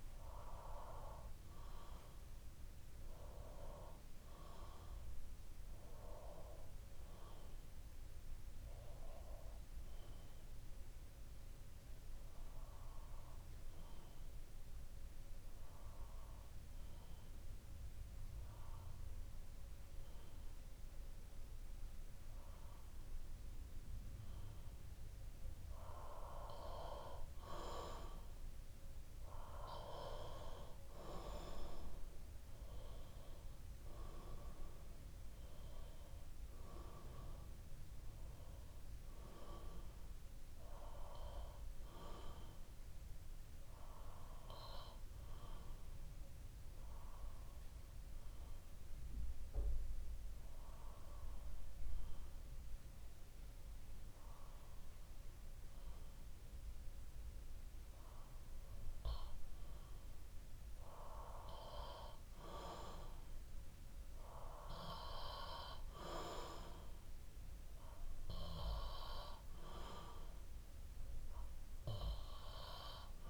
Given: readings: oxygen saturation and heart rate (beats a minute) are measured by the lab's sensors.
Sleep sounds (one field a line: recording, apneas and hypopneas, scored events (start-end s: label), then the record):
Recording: breathing in sleep by a room microphone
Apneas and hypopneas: 2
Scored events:
7.00-20.00 s: bradycardia (device-marked, heart rate 63 before, 58 extreme)
12.00-24.00 s: obstructive apnea (oxygen 96% before, 93% lowest, heart rate 63 before, 58 extreme, up 11 after)
12.00-26.00 s: oxygen desaturation (device-marked, oxygen 96% before, 93% lowest, heart rate 63 before, 58 extreme)
27.50-31.00 s: arousal
45.00-59.50 s: obstructive apnea (oxygen 96% before, 93% lowest, heart rate 67 before, 59 extreme, up 3 after)
49.00-53.00 s: bradycardia (device-marked, heart rate 63 before, 59 extreme)
61.00-64.50 s: arousal
From the record:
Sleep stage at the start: N2 (light sleep)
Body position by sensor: on the back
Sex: male